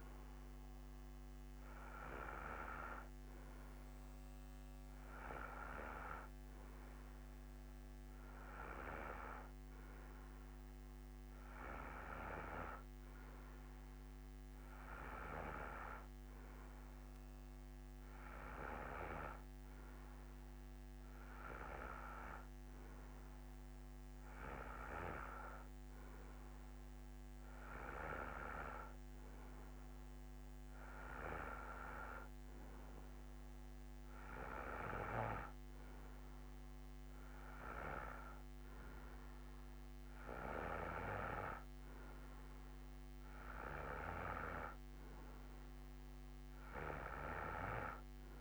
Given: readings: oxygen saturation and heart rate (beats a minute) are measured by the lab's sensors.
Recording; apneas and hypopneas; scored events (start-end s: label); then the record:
breathing in sleep by a microphone on the trachea; none
none scored
From the record:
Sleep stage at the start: N2 (light sleep); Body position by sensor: on the right side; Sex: male